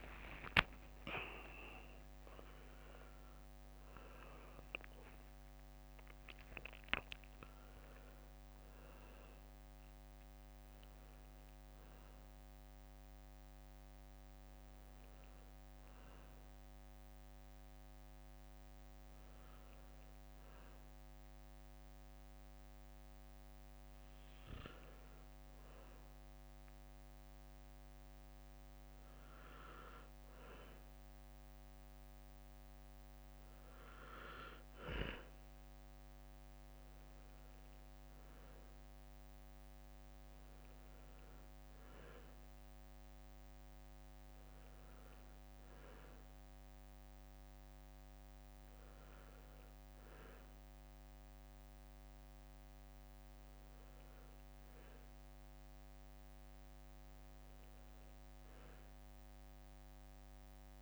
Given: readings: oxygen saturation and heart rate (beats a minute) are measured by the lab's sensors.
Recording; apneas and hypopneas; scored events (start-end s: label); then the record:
breathing in sleep by a microphone on the trachea; 1
0.00-5.50 s: oxygen desaturation (device-marked, oxygen 94% lowest, heart rate 63 extreme)
0.00-11.50 s: drop in pulse transit time (device-marked, heart rate 77 extreme)
16.00-29.00 s: hypopnea (oxygen 97% before, 94% lowest, heart rate 77 before, 63 extreme, up 1 after)
30.50-47.50 s: oxygen desaturation (device-marked, oxygen 98% before, 94% lowest, heart rate 67 before, 63 extreme)
33.00-38.00 s: arousal
From the record:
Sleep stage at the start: N2 (light sleep); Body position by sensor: on the right side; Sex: male